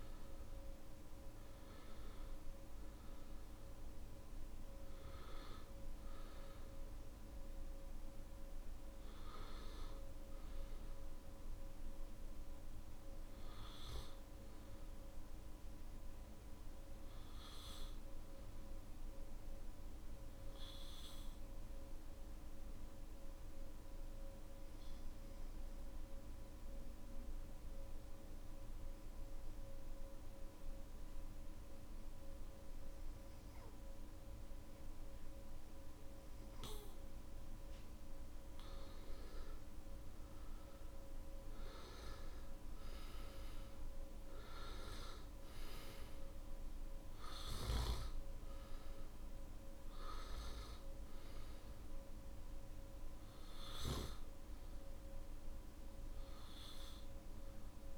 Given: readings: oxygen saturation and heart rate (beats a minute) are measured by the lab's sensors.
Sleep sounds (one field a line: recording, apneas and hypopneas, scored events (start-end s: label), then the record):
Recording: breathing in sleep, hard to hear, by a room microphone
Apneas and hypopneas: 1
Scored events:
0.00-9.50 s: oxygen desaturation (device-marked, oxygen 87% lowest, heart rate 54 extreme)
21.50-37.50 s: obstructive apnea (oxygen 93% before, 89% lowest, heart rate 56 before, 54 extreme, up 11 after)
45.50-57.98 s: oxygen desaturation (device-marked, oxygen 97% before, 92% lowest, heart rate 59 before, 53 extreme)
From the record:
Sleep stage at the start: N1 (lightest sleep)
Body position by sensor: on the back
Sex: male